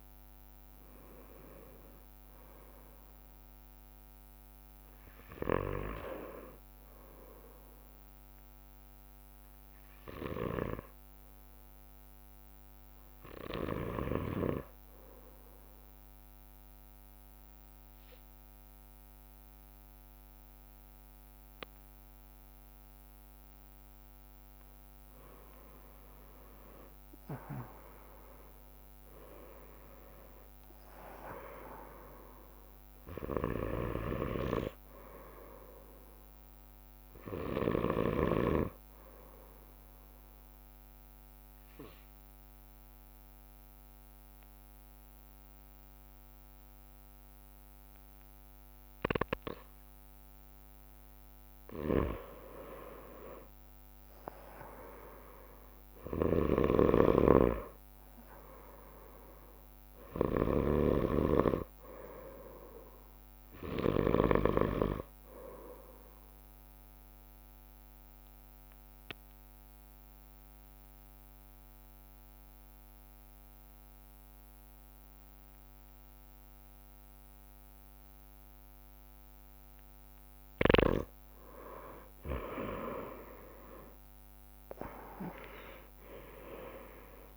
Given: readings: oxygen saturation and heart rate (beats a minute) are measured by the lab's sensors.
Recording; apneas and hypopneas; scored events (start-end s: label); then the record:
breathing in sleep by a microphone on the trachea; 3
0.00-12.50 s: bradycardia (device-marked, heart rate 52 extreme)
0.00-13.50 s: oxygen desaturation (device-marked, oxygen 93% lowest, heart rate 51 extreme)
15.00-25.50 s: obstructive apnea (oxygen 97% before, 95% lowest, heart rate 56 before, 51 extreme, up 11 after)
17.50-28.50 s: bradycardia (device-marked, heart rate 60 before, 51 extreme)
28.00-33.50 s: arousal
31.50-70.50 s: bradycardia (device-marked, heart rate 60 before, 53 extreme)
40.00-51.00 s: obstructive apnea (oxygen 98% before, 93% lowest, heart rate 56 before, 54 extreme, up 3 after)
53.50-58.50 s: arousal
56.50-64.50 s: snoring (device-marked)
66.50-80.00 s: obstructive apnea (oxygen 98% before, 93% lowest, heart rate 56 before, 50 extreme, up 5 after)
71.50-83.50 s: bradycardia (device-marked, heart rate 60 before, 54 extreme)
84.00-87.37 s: arousal
From the record:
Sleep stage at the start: N2 (light sleep); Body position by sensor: on the right side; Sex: male